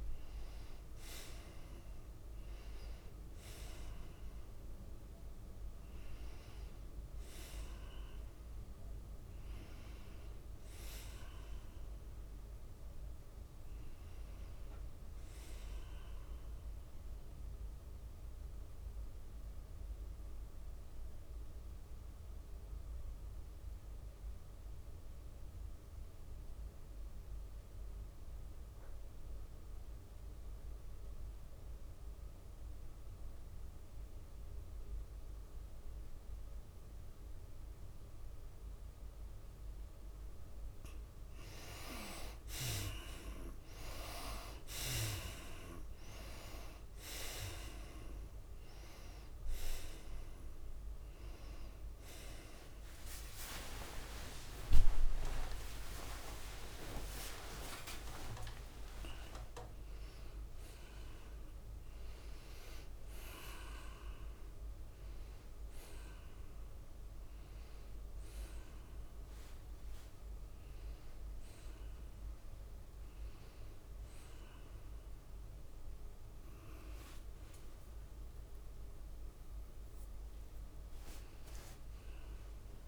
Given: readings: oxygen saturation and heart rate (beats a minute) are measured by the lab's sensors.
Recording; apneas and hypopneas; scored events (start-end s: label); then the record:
breathing in sleep by a room microphone; 1
0.00-9.00 s: tachycardia (device-marked, heart rate 104 extreme)
0.00-12.00 s: oxygen desaturation (device-marked, oxygen 81% lowest, heart rate 89 extreme)
14.00-17.50 s: arousal
19.50-40.50 s: mixed apnea (oxygen 97% before, 79% lowest, heart rate 102 before, 89 extreme, up 13 after)
37.00-59.00 s: oxygen desaturation (device-marked, oxygen 97% before, 79% lowest, heart rate 95 before, 94 extreme)
43.00-47.00 s: arousal
45.00-67.00 s: tachycardia (device-marked, heart rate 98 before, 114 extreme)
47.00-61.00 s: drop in pulse transit time (device-marked, heart rate 92 before, 100 extreme)
54.00-56.00 s: long interval between heartbeats (device-marked, heart rate 96 before, 114 extreme)
68.00-70.00 s: tachycardia (device-marked, heart rate 98 before, 103 extreme)
70.00-82.88 s: new sleep stage, N1 (lightest sleep)
From the record:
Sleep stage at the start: N2 (light sleep); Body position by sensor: on the right side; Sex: female